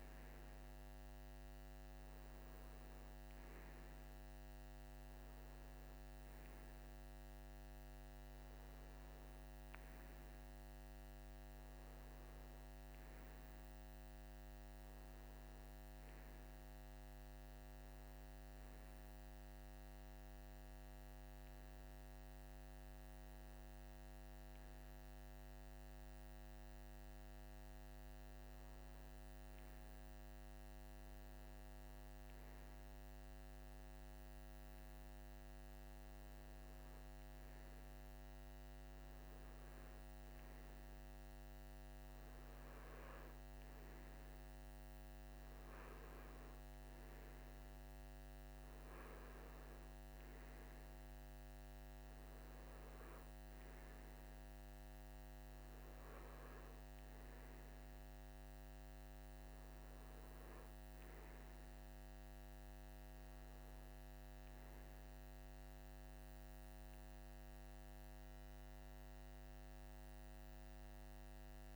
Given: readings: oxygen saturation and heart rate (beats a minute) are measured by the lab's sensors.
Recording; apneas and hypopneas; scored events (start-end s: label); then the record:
breathing in sleep, hard to hear, by a microphone on the trachea; none
none scored
From the record:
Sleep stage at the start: N2 (light sleep); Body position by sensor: on the right side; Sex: male